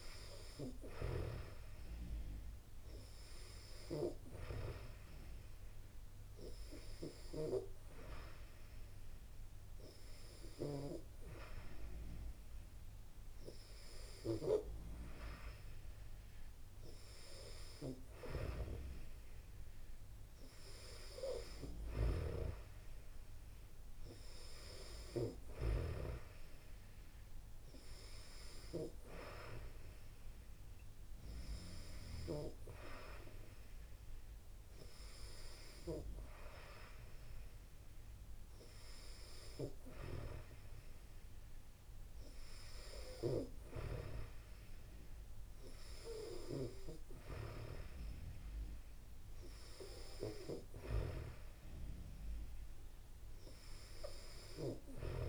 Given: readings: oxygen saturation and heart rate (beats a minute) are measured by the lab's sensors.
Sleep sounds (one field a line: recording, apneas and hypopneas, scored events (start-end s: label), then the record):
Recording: breathing in sleep by a room microphone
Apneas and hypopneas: none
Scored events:
none scored
From the record:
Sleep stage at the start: N2 (light sleep)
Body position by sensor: on the back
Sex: female